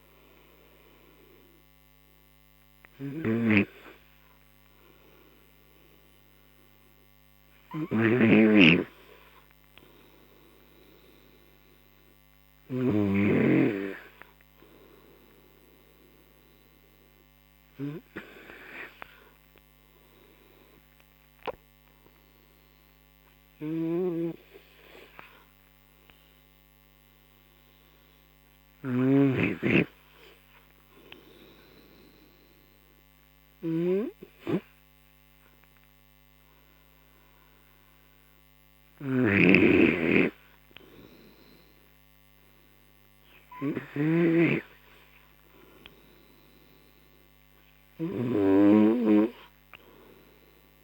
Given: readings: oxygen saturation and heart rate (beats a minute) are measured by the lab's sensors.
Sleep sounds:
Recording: breathing in sleep by a microphone on the trachea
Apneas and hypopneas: none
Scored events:
8.00-13.50 s: snoring (device-marked)
39.00-44.50 s: snoring (device-marked)
From the record:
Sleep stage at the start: N2 (light sleep)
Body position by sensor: on the right side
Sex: male

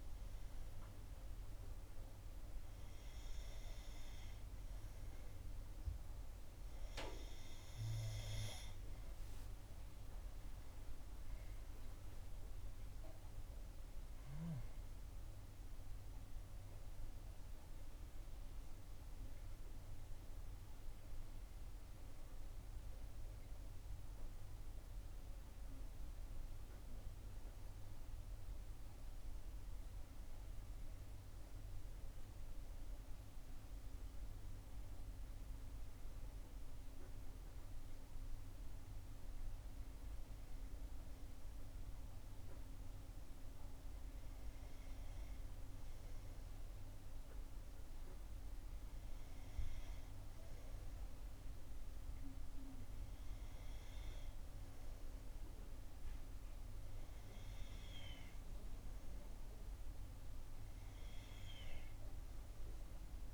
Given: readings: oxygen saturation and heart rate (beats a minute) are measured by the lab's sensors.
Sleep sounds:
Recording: breathing in sleep, hard to hear, by a room microphone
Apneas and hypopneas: none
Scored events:
9.00-14.00 s: arousal
10.00-16.00 s: tachycardia (device-marked, heart rate 61 before, 105 extreme)
12.50-14.50 s: long interval between heartbeats (device-marked, heart rate 61 before, 85 extreme)
20.50-22.50 s: long interval between heartbeats (device-marked, heart rate 76 before, 70 extreme)
24.50-26.50 s: long interval between heartbeats (device-marked, heart rate 78 before, 75 extreme)
28.00-30.00 s: long interval between heartbeats (device-marked, heart rate 80 before, 70 extreme)
32.50-34.50 s: long interval between heartbeats (device-marked, heart rate 81 before, 71 extreme)
34.50-36.50 s: long interval between heartbeats (device-marked, heart rate 79 before, 81 extreme)
40.00-42.00 s: long interval between heartbeats (device-marked, heart rate 74 before, 70 extreme)
43.00-45.00 s: long interval between heartbeats (device-marked, heart rate 74 before, 85 extreme)
46.50-48.50 s: long interval between heartbeats (device-marked, heart rate 76 before, 89 extreme)
51.00-53.00 s: long interval between heartbeats (device-marked, heart rate 83 before, 96 extreme)
56.00-58.00 s: long interval between heartbeats (device-marked, heart rate 85 before, 79 extreme)
From the record:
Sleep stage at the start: N2 (light sleep)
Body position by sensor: on the back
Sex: female

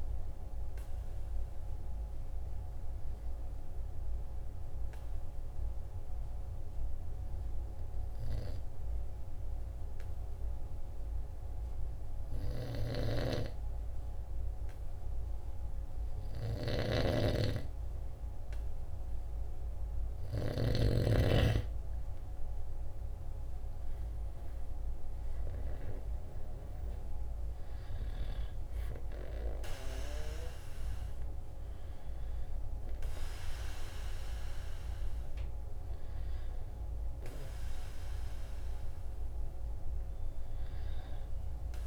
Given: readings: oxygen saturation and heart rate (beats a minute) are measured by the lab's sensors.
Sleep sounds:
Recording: breathing in sleep by a room microphone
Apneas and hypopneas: 1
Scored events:
1.00-18.00 s: obstructive apnea (oxygen 99% before, 95% lowest, heart rate 51 before, 44 extreme, up 5 after)
19.50-22.50 s: arousal
From the record:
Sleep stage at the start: N2 (light sleep)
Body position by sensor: on the right side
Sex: male

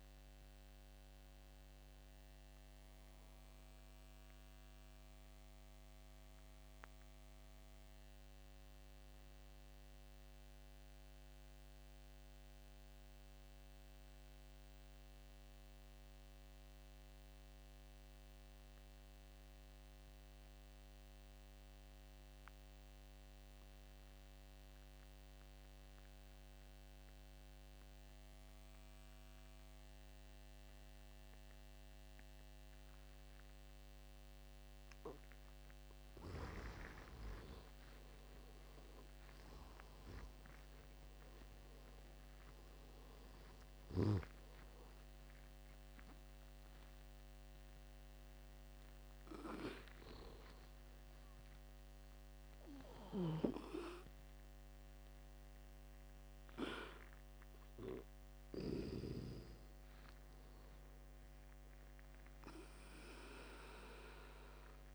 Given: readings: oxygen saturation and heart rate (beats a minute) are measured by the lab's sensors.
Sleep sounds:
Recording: breathing in sleep by a microphone on the trachea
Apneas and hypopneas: 1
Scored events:
6.00-35.50 s: obstructive apnea (oxygen 98% before, 84% lowest, heart rate 82 before, 64 extreme, up 13 after)
28.50-64.95 s: oxygen desaturation (device-marked, oxygen 98% before, 84% lowest, heart rate 68 before, 66 extreme)
37.50-41.00 s: arousal
From the record:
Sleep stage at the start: N2 (light sleep)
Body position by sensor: on the back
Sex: male

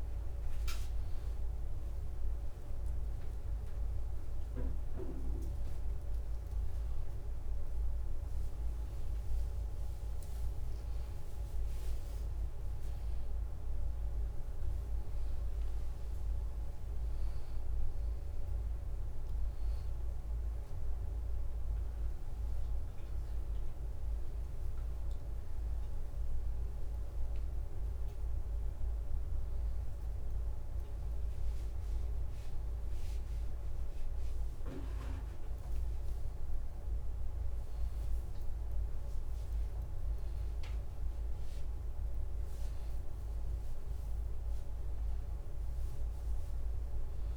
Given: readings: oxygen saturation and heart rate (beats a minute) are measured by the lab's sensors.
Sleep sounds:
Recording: a person awake in a sleep study, hard to hear, by a room microphone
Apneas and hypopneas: none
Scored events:
0.00-7.00 s: drop in pulse transit time (device-marked, heart rate 101 extreme)
0.00-14.00 s: tachycardia (device-marked, heart rate 189 extreme)
3.50-5.50 s: long interval between heartbeats (device-marked, heart rate 125 before, 101 extreme)
5.50-7.50 s: long interval between heartbeats (device-marked, heart rate 125 before, 128 extreme)
8.50-10.50 s: long interval between heartbeats (device-marked, heart rate 129 before, 168 extreme)
10.50-12.50 s: long interval between heartbeats (device-marked, heart rate 131 before, 181 extreme)
17.00-26.00 s: drop in pulse transit time (device-marked, heart rate 134 before, 94 extreme)
37.00-45.00 s: drop in pulse transit time (device-marked, heart rate 94 before, 93 extreme)
From the record:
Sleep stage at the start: awake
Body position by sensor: upright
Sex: male

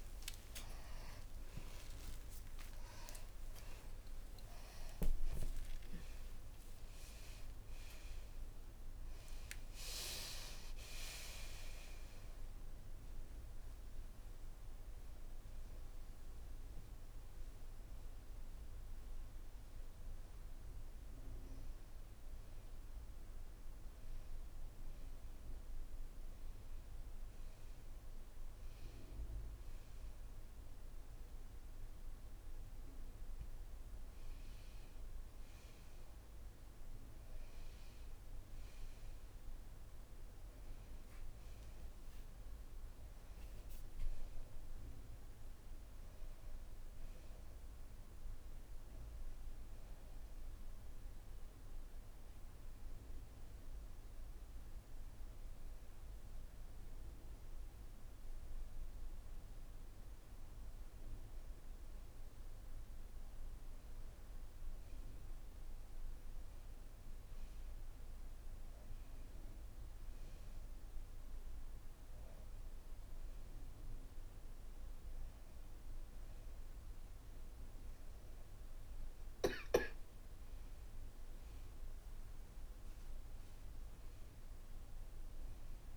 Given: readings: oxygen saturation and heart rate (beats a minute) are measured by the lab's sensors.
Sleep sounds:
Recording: a person awake in a sleep study, hard to hear, by a room microphone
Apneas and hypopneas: none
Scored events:
0.00-2.50 s: tachycardia (device-marked, heart rate 136 extreme)
12.50-19.50 s: oxygen desaturation (device-marked, oxygen 99% before, 94% lowest, heart rate 109 before, 87 extreme)
32.50-40.50 s: oxygen desaturation (device-marked, oxygen 98% before, 92% lowest, heart rate 91 before, 83 extreme)
49.50-85.97 s: new sleep stage, N1 (lightest sleep)
63.50-79.50 s: oxygen desaturation (device-marked, oxygen 96% before, 91% lowest, heart rate 85 before, 83 extreme)
80.00-85.00 s: arousal
From the record:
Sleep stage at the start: awake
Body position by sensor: on the back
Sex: female

